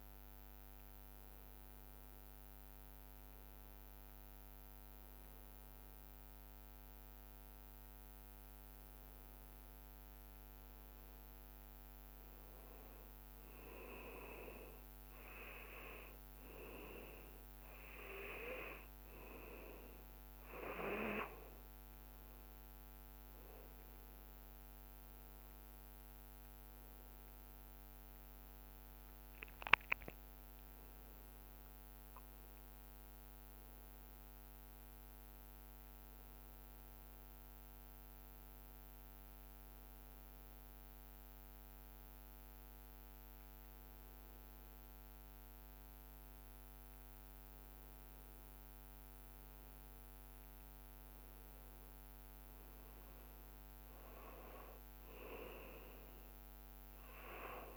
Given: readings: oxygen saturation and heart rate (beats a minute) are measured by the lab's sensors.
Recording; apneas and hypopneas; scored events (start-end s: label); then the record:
a person awake in a sleep study, by a microphone on the trachea; none
14.50-16.50 s: long interval between heartbeats (device-marked, heart rate 38 before, 29 extreme)
25.00-27.00 s: long interval between heartbeats (device-marked)
27.00-29.00 s: long interval between heartbeats (device-marked)
32.50-34.50 s: long interval between heartbeats (device-marked)
39.00-41.00 s: long interval between heartbeats (device-marked, heart rate 32 before, 29 extreme)
52.50-54.50 s: long interval between heartbeats (device-marked, heart rate 38 before, 70 extreme)
From the record:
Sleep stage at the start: awake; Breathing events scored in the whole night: 154 in 4.7 hours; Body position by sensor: on the back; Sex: male